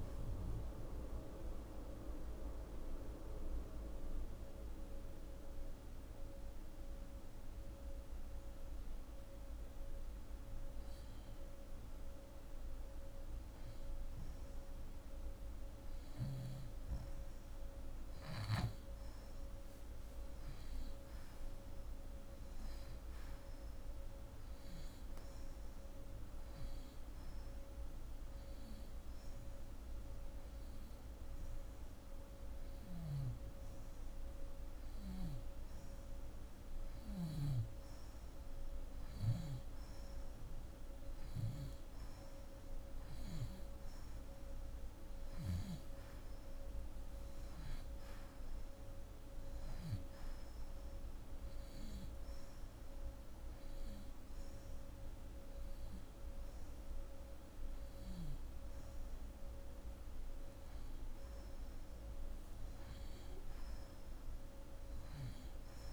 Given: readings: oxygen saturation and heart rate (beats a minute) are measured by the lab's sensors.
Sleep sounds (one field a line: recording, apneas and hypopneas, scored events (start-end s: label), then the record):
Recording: breathing in sleep, hard to hear, by a room microphone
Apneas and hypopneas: 2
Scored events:
0.50-11.50 s: mixed apnea (oxygen 89% before, 87% lowest)
16.50-20.00 s: arousal
16.50-65.93 s: new sleep stage, N2 (light sleep)
26.00-36.00 s: hypopnea (oxygen 92% before, 88% lowest)
38.50-42.50 s: arousal
43.50-65.93 s: oxygen desaturation (device-marked, oxygen 91% before, 88% lowest)
60.50-63.50 s: arousal
From the record:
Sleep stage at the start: N1 (lightest sleep)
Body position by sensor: on the back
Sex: female